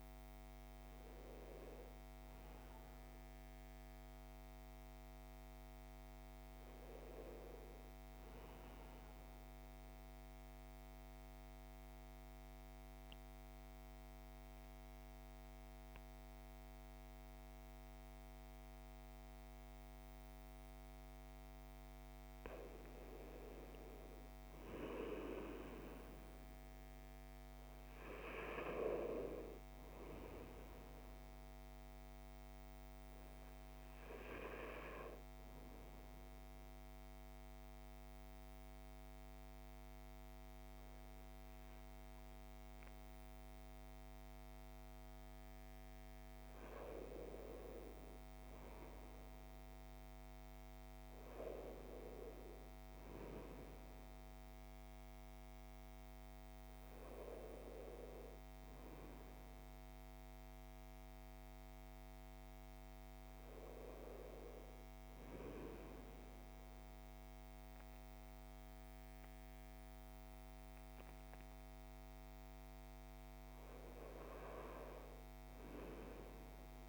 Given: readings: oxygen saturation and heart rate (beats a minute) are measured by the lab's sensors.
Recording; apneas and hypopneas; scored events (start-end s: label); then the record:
breathing in sleep by a microphone on the trachea; 3
0.00-1.50 s: oxygen desaturation (device-marked, oxygen 91% lowest, heart rate 59 extreme)
4.00-7.00 s: arousal
9.50-23.00 s: central apnea (oxygen 97% before, 90% lowest, heart rate 64 before, 59 extreme, up 2 after)
11.50-76.88 s: new sleep stage, N2 (light sleep)
25.00-29.50 s: arousal
29.50-41.50 s: oxygen desaturation (device-marked, oxygen 95% before, 90% lowest, heart rate 60 before, 61 extreme)
36.00-46.50 s: mixed apnea (oxygen 96% before, 90% lowest, heart rate 60 before, 59 extreme, up 6 after)
48.50-53.00 s: arousal
58.50-72.00 s: hypopnea (oxygen 96% before, 93% lowest, heart rate 64 before, 57 extreme, up 3 after)
74.00-76.88 s: arousal
From the record:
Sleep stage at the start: N1 (lightest sleep); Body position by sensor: on the right side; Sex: male